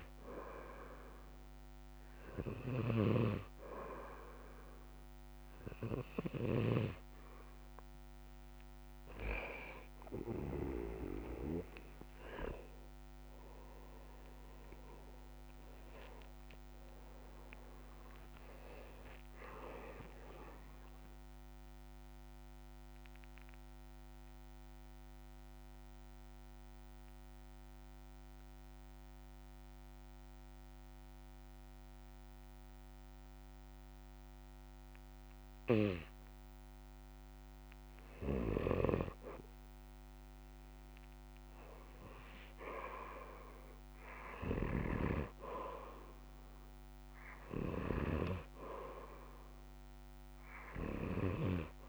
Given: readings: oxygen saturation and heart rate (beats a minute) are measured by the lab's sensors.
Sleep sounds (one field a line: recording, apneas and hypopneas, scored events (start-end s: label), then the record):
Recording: breathing in sleep by a microphone on the trachea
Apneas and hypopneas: 1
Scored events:
2.50-7.00 s: snoring (device-marked)
11.50-16.50 s: arousal
22.00-38.50 s: obstructive apnea (oxygen 95% before, 92% lowest, heart rate 76 before, 59 extreme, up 3 after)
42.00-45.50 s: arousal
47.00-51.89 s: oxygen desaturation (device-marked, oxygen 98% before, 92% lowest, heart rate 66 before, 59 extreme)
From the record:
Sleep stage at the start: N2 (light sleep)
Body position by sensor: on the back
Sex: male